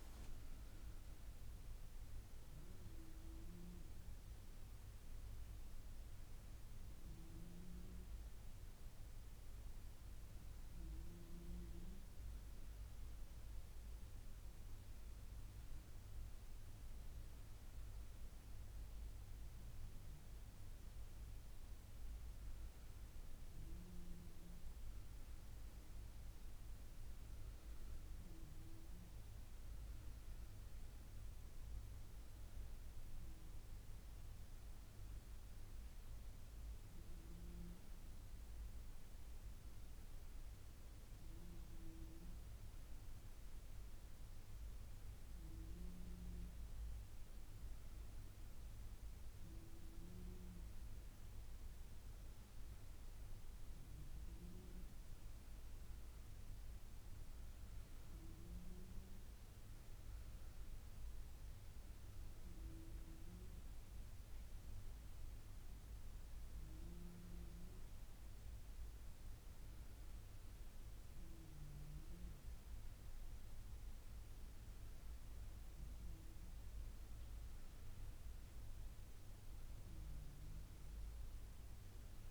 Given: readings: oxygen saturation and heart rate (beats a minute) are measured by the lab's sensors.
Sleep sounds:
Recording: breathing in sleep, hard to hear, by a room microphone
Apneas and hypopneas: none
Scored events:
none scored
From the record:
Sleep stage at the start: N1 (lightest sleep)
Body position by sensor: on the back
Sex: female

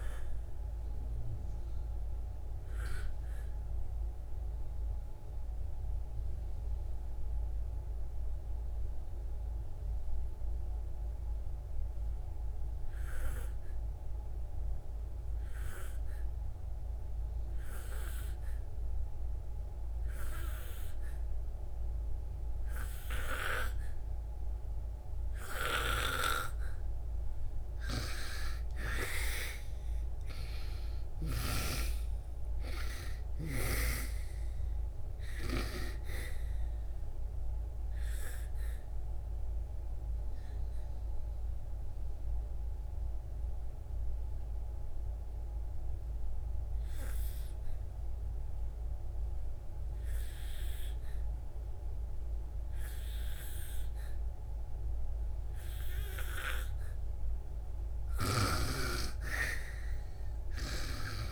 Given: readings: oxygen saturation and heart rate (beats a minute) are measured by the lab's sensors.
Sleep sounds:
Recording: breathing in sleep by a room microphone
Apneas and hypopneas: 2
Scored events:
0.00-20.50 s: oxygen desaturation (device-marked, oxygen 84% lowest, heart rate 59 extreme)
1.00-27.50 s: obstructive apnea (oxygen 97% before, 84% lowest, heart rate 78 before, 59 extreme, up 14 after)
25.50-56.50 s: oxygen desaturation (device-marked, oxygen 99% before, 88% lowest, heart rate 64 before, 59 extreme)
29.50-33.00 s: arousal
37.50-57.00 s: obstructive apnea (oxygen 99% before, 88% lowest, heart rate 70 before, 59 extreme, up 38 after)
58.50-61.32 s: snoring (device-marked)
From the record:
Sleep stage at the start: N2 (light sleep)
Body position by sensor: on the back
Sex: female

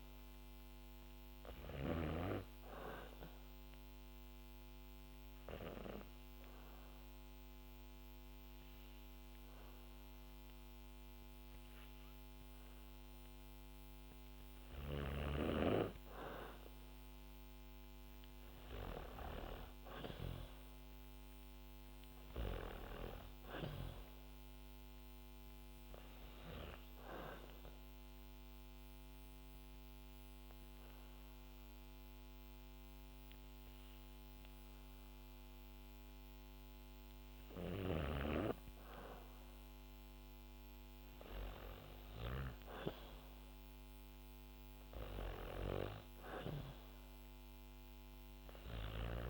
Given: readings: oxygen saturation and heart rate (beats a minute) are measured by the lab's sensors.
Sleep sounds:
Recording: breathing in sleep by a microphone on the trachea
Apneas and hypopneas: 2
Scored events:
3.00-14.00 s: hypopnea (oxygen 97% before, 94% lowest, heart rate 62 before, 60 extreme, up 0 after)
18.50-23.00 s: arousal
25.50-38.00 s: hypopnea (oxygen 97% before, 94% lowest, heart rate 63 before, 57 extreme, up 3 after)
35.50-38.50 s: bradycardia (device-marked, heart rate 66 before, 60 extreme)
42.00-45.50 s: arousal
From the record:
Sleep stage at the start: N2 (light sleep)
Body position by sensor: on the back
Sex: female

